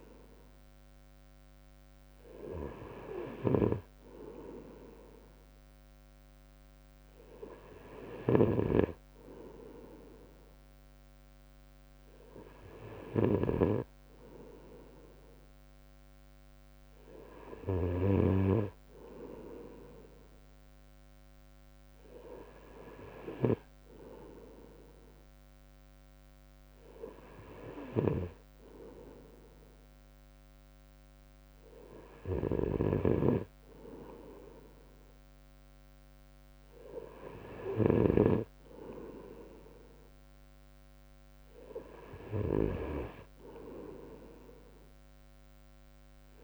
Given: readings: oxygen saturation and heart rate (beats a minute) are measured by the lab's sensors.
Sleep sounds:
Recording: breathing in sleep by a microphone on the trachea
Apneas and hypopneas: none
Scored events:
none scored
From the record:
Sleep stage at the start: N2 (light sleep)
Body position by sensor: on the right side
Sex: male

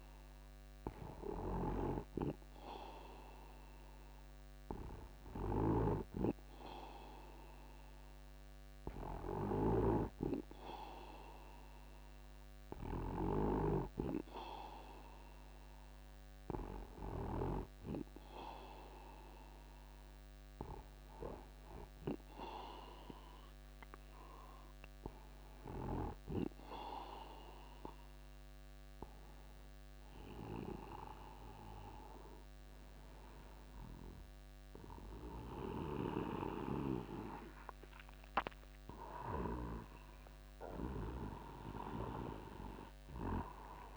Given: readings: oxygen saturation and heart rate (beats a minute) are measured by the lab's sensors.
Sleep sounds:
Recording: breathing in sleep by a microphone on the trachea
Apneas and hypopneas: none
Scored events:
2.00-10.50 s: snoring (device-marked)
10.00-12.00 s: long interval between heartbeats (device-marked)
25.50-27.50 s: long interval between heartbeats (device-marked)
33.00-43.97 s: new sleep stage, awake
From the record:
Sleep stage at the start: N2 (light sleep)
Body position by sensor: upright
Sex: male

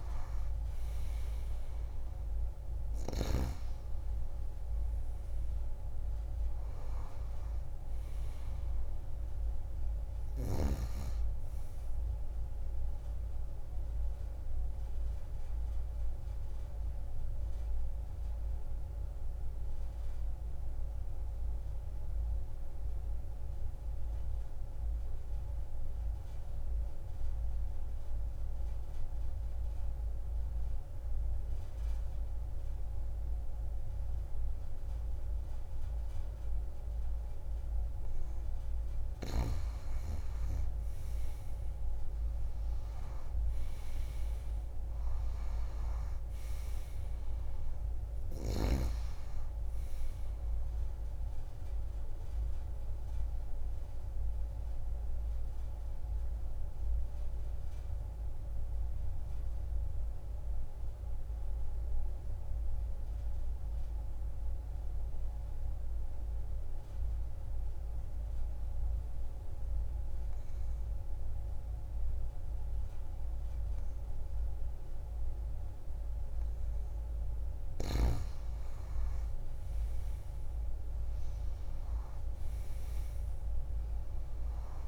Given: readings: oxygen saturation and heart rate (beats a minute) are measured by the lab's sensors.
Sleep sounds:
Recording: breathing in sleep, hard to hear, by a room microphone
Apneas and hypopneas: 2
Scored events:
0.00-2.00 s: arousal
0.00-27.50 s: oxygen desaturation (device-marked, oxygen 90% lowest)
13.50-37.50 s: obstructive apnea (oxygen 97% before, 87% lowest)
39.50-43.50 s: arousal
39.50-67.50 s: oxygen desaturation (device-marked, oxygen 97% before, 87% lowest)
51.00-75.50 s: obstructive apnea (oxygen 97% before, 87% lowest)
77.50-84.88 s: oxygen desaturation (device-marked, oxygen 97% before, 90% lowest)
From the record:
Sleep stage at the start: N2 (light sleep)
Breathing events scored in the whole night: 282 in 4.2 hours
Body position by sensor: on the back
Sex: female

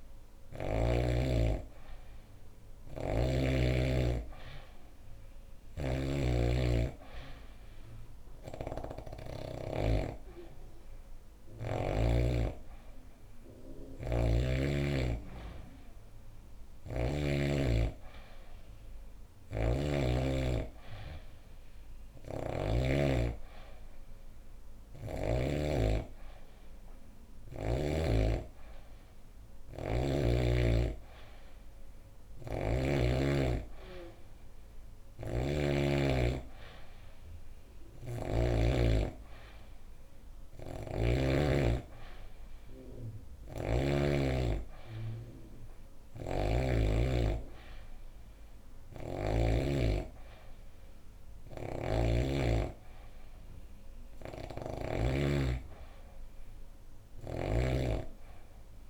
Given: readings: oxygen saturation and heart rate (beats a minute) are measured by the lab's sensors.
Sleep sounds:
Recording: breathing in sleep by a room microphone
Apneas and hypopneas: none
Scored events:
5.00-11.50 s: snoring (device-marked)
13.50-17.00 s: snoring (device-marked)
19.00-22.50 s: snoring (device-marked)
34.50-38.00 s: snoring (device-marked)
40.00-43.50 s: snoring (device-marked)
45.50-49.00 s: snoring (device-marked)
51.00-54.50 s: snoring (device-marked)
From the record:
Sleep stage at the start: N3 (deep sleep)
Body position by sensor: on the back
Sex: female

